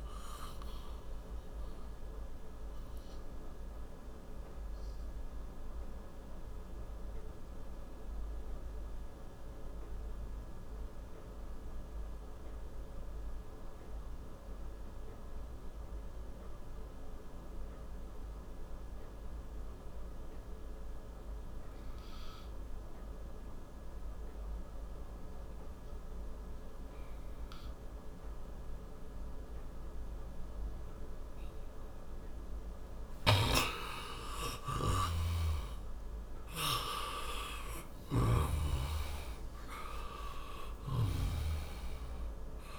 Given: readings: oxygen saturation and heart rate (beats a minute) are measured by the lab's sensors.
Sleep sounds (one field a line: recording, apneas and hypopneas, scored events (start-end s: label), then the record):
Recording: breathing in sleep by a room microphone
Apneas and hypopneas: 1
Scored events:
0.00-24.50 s: oxygen desaturation (device-marked, oxygen 88% lowest, heart rate 58 extreme)
1.00-31.00 s: obstructive apnea (oxygen 98% before, 88% lowest, heart rate 66 before, 56 extreme, up 18 after)
32.50-38.00 s: snoring (device-marked)
33.50-37.50 s: arousal
From the record:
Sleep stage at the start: N2 (light sleep)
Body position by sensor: on the back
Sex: male